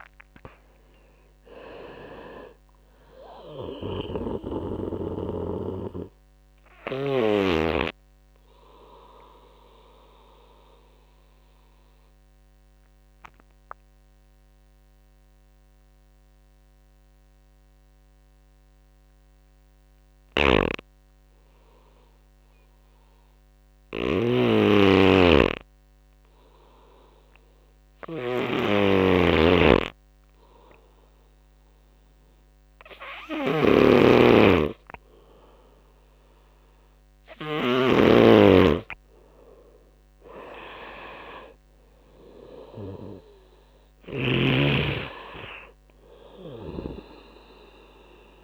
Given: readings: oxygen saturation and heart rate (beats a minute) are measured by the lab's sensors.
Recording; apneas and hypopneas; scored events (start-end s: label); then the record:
breathing in sleep by a microphone on the trachea; 1
3.00-6.50 s: snoring (device-marked)
8.50-22.00 s: obstructive apnea (oxygen 96% before, 91% lowest)
19.50-37.00 s: snoring (device-marked)
25.00-28.00 s: arousal
26.50-43.50 s: oxygen desaturation (device-marked, oxygen 98% before, 91% lowest)
45.00-48.00 s: arousal
45.50-48.44 s: snoring (device-marked)
From the record:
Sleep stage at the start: N2 (light sleep); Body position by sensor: on the right side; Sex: male